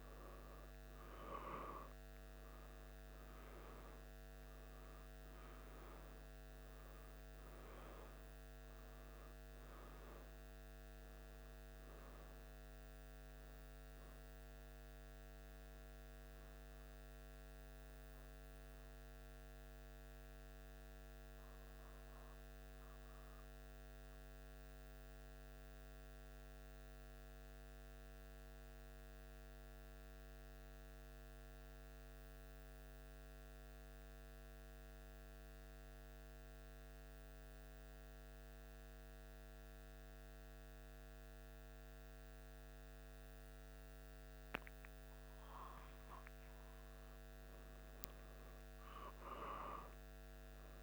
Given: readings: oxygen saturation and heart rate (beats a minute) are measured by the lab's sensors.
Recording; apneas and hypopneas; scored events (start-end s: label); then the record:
breathing in sleep, hard to hear, by a microphone on the trachea; 1
17.50-20.50 s: arousal
24.00-46.00 s: mixed apnea (oxygen 97% before, 94% lowest, heart rate 76 before, 74 extreme, up 1 after)
48.00-50.83 s: arousal
From the record:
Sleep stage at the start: N2 (light sleep); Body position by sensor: on the back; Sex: male